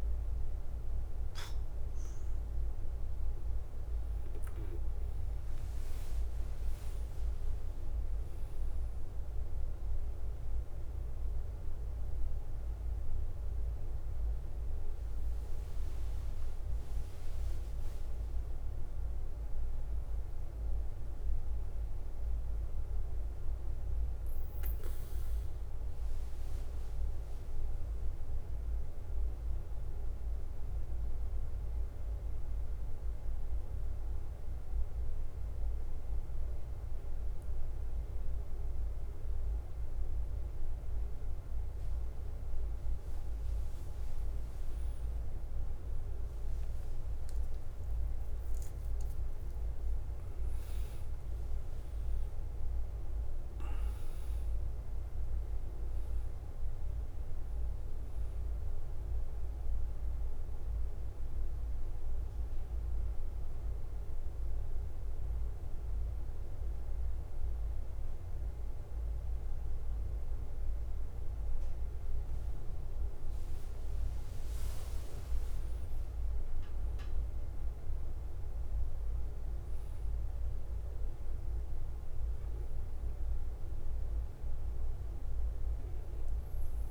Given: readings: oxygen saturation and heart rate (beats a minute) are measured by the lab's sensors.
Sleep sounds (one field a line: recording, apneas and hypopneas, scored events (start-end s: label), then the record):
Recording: breathing in sleep, hard to hear, by a room microphone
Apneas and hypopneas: 2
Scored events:
0.00-67.50 s: bradycardia (device-marked, heart rate 42 extreme)
16.50-86.90 s: new sleep stage, N2 (light sleep)
24.00-27.00 s: arousal
29.50-43.00 s: mixed apnea (oxygen 98% before, 97% lowest, heart rate 50 before, 47 extreme, up 5 after)
46.50-50.00 s: arousal
59.50-74.50 s: obstructive apnea (oxygen 99% before, 97% lowest, heart rate 51 before, 45 extreme, up 13 after)
72.50-86.90 s: bradycardia (device-marked, heart rate 50 before, 40 extreme)
77.50-80.00 s: arousal
From the record:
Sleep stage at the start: N1 (lightest sleep)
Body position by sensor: on the back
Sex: male